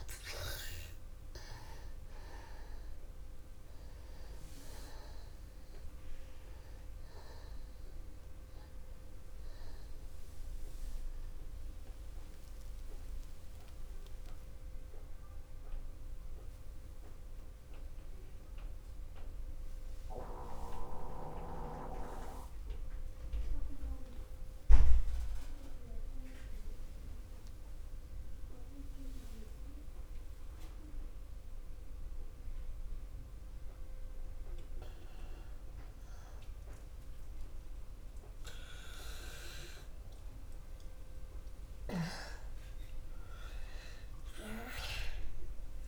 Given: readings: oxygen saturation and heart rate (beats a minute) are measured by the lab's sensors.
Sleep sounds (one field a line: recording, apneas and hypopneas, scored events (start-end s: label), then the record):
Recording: breathing in sleep by a room microphone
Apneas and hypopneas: 1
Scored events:
0.00-26.50 s: oxygen desaturation (device-marked, oxygen 81% lowest, heart rate 27 extreme)
13.50-40.00 s: obstructive apnea (oxygen 95% before, 82% lowest, heart rate 65 before, 27 extreme, up 32 after)
42.00-45.88 s: arousal
44.50-45.88 s: oxygen desaturation (device-marked, oxygen 97% before, 88% lowest, heart rate 48 before, 62 extreme)
From the record:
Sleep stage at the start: N2 (light sleep)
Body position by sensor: on the back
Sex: male